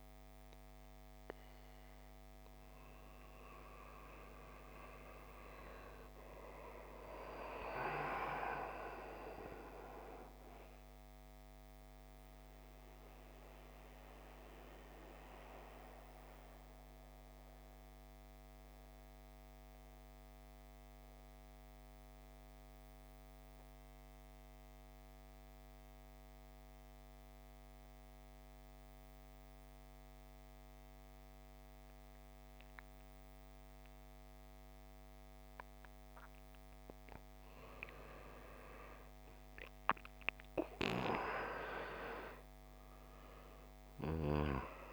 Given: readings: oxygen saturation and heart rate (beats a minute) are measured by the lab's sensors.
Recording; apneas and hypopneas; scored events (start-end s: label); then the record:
breathing in sleep by a microphone on the trachea; 1
0.00-4.50 s: oxygen desaturation (device-marked, oxygen 86% lowest, heart rate 50 extreme)
6.00-9.50 s: arousal
11.00-36.50 s: mixed apnea (oxygen 98% before, 87% lowest, heart rate 57 before, 50 extreme, up 14 after)
38.50-44.93 s: oxygen desaturation (device-marked, oxygen 98% before, 87% lowest, heart rate 53 before, 48 extreme)
39.50-43.50 s: arousal
From the record:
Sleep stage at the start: N2 (light sleep); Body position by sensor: on the back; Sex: male